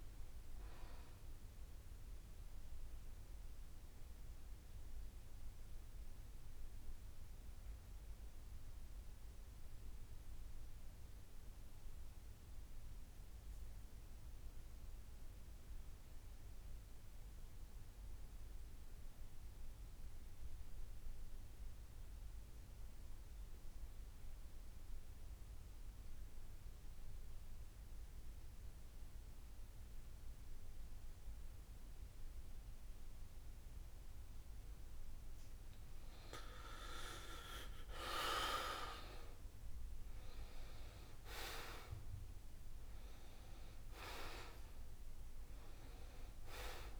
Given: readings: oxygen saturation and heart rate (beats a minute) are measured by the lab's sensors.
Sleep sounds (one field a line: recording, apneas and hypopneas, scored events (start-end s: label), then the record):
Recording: breathing in sleep by a room microphone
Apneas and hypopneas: 1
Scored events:
2.50-35.50 s: mixed apnea (oxygen 96% before, 82% lowest, heart rate 76 before, 65 extreme, up 7 after)
22.50-47.00 s: oxygen desaturation (device-marked, oxygen 95% before, 82% lowest, heart rate 68 before, 66 extreme)
38.00-42.00 s: arousal
43.00-45.00 s: long interval between heartbeats (device-marked, heart rate 73 before, 73 extreme)
From the record:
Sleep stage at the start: N2 (light sleep)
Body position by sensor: on the back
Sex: male